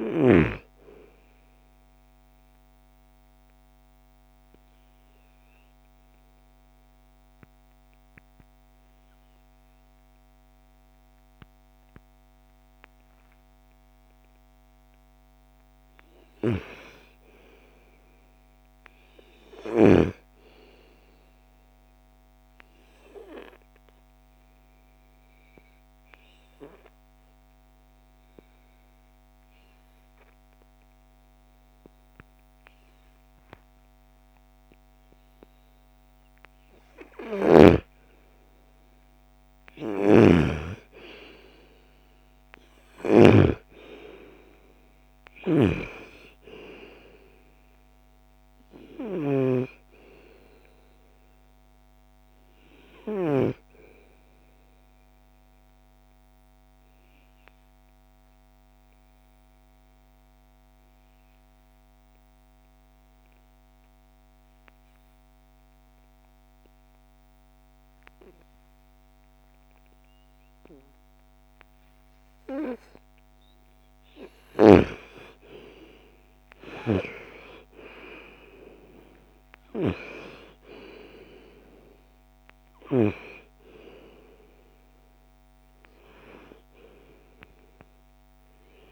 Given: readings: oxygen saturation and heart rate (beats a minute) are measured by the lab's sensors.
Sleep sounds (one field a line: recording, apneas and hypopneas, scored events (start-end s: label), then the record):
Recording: breathing in sleep by a microphone on the trachea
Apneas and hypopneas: 3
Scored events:
0.00-18.50 s: oxygen desaturation (device-marked, oxygen 79% lowest, heart rate 57 extreme)
2.00-14.50 s: obstructive apnea (oxygen 98% before, 79% lowest, heart rate 62 before, 57 extreme, up 6 after)
16.00-19.50 s: arousal
21.00-35.00 s: obstructive apnea (oxygen 99% before, 86% lowest, heart rate 61 before, 47 extreme, up 1 after)
37.50-40.00 s: arousal
39.00-42.50 s: snoring (device-marked)
41.50-60.50 s: oxygen desaturation (device-marked, oxygen 96% before, 88% lowest, heart rate 61 before, 46 extreme)
44.50-53.00 s: snoring (device-marked)
53.00-73.00 s: obstructive apnea (oxygen 97% before, 82% lowest, heart rate 62 before, 46 extreme, up 13 after)
74.50-88.91 s: oxygen desaturation (device-marked, oxygen 97% before, 86% lowest, heart rate 54 before, 46 extreme)
75.00-78.50 s: arousal
From the record:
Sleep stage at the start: N2 (light sleep)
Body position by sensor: on the right side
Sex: female